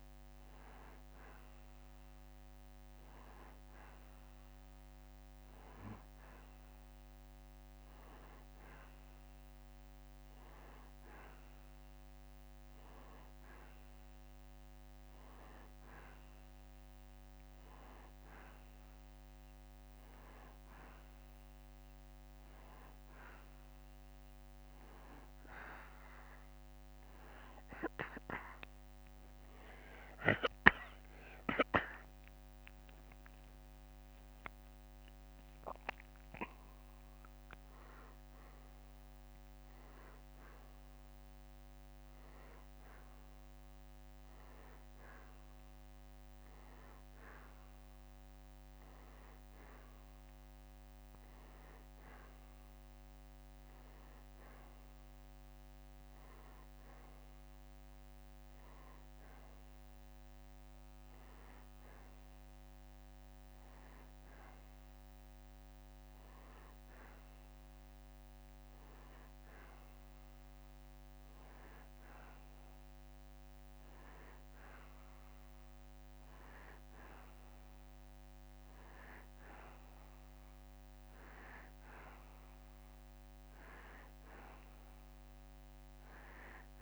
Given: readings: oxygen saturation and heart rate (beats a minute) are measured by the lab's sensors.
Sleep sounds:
breathing in sleep by a microphone on the trachea; none
33.00-36.50 s: arousal
From the record:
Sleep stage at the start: N2 (light sleep); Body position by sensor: on the back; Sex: male

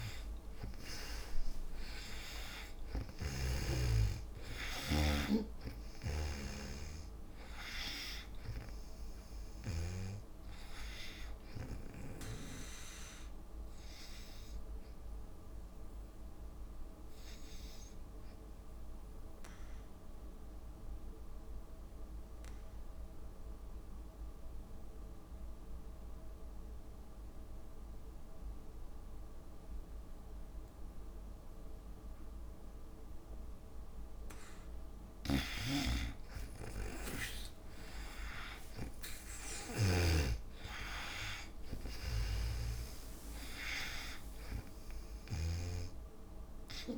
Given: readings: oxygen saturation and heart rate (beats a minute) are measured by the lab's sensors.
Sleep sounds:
breathing in sleep by a room microphone; 1
0.00-5.50 s: arousal
0.00-10.00 s: snoring (device-marked)
0.00-23.00 s: oxygen desaturation (device-marked, oxygen 80% lowest, heart rate 56 extreme)
2.50-4.50 s: long interval between heartbeats (device-marked, heart rate 60 before, 77 extreme)
14.00-34.00 s: obstructive apnea (oxygen 97% before, 80% lowest, heart rate 68 before, 54 extreme, up 26 after)
35.00-40.00 s: snoring (device-marked)
36.50-41.50 s: arousal
37.00-46.98 s: drop in pulse transit time (device-marked, heart rate 59 before, 61 extreme)
39.00-46.98 s: oxygen desaturation (device-marked, oxygen 97% before, 84% lowest, heart rate 59 before, 54 extreme)
39.50-41.50 s: long interval between heartbeats (device-marked, heart rate 59 before, 73 extreme)
41.50-43.50 s: long interval between heartbeats (device-marked, heart rate 61 before, 85 extreme)
42.00-45.50 s: snoring (device-marked)
From the record:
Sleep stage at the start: N2 (light sleep); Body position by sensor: on the back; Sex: female

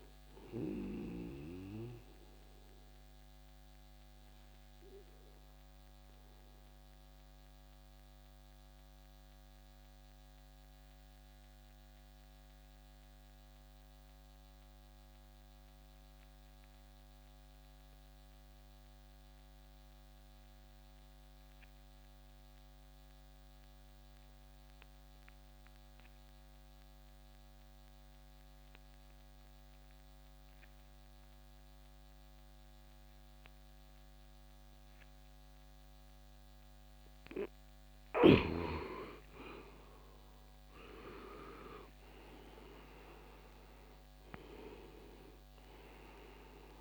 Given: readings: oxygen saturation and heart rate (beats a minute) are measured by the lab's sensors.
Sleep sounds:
breathing in sleep by a microphone on the trachea; 1
6.00-38.00 s: mixed apnea (oxygen 98% before, 87% lowest, heart rate 68 before, 60 extreme, up 9 after)
28.00-46.81 s: oxygen desaturation (device-marked, oxygen 100% before, 87% lowest, heart rate 62 before, 57 extreme)
38.50-42.00 s: arousal
From the record:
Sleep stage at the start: N2 (light sleep); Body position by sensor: on the back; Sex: male

